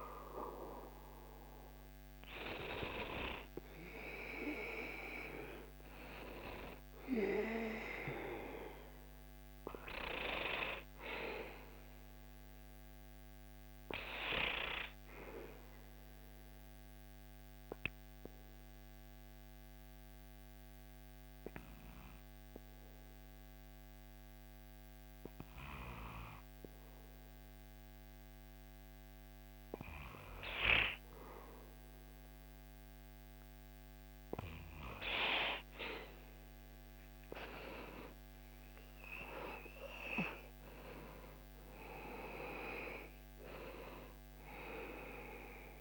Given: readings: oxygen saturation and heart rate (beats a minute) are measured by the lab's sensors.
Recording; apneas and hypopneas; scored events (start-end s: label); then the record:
breathing in sleep by a microphone on the trachea; 1
9.50-13.00 s: arousal
16.00-29.00 s: obstructive apnea (oxygen 97% before, 96% lowest, heart rate 77 before, 65 extreme, up 6 after)
32.00-36.50 s: arousal
From the record:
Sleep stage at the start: N2 (light sleep); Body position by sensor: on the back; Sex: male